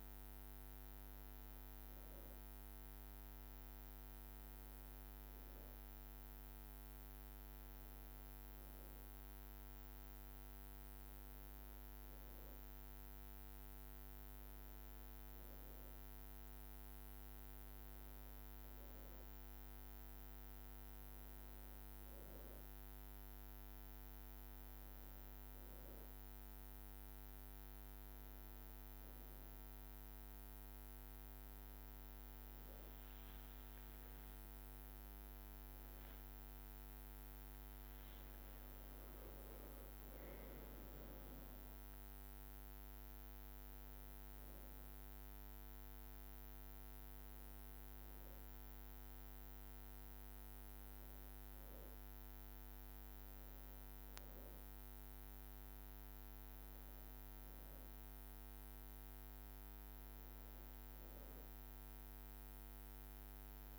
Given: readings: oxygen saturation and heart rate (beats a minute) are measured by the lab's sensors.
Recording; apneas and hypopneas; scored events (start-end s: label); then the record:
breathing in sleep, hard to hear, by a microphone on the trachea; none
33.50-35.50 s: long interval between heartbeats (device-marked, heart rate 60 before, 79 extreme)
38.50-40.50 s: long interval between heartbeats (device-marked, heart rate 67 before, 93 extreme)
41.00-43.00 s: long interval between heartbeats (device-marked, heart rate 71 before, 96 extreme)
45.50-58.50 s: drop in pulse transit time (device-marked, heart rate 79 before, 56 extreme)
From the record:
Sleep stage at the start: N2 (light sleep); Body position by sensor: on the back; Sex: female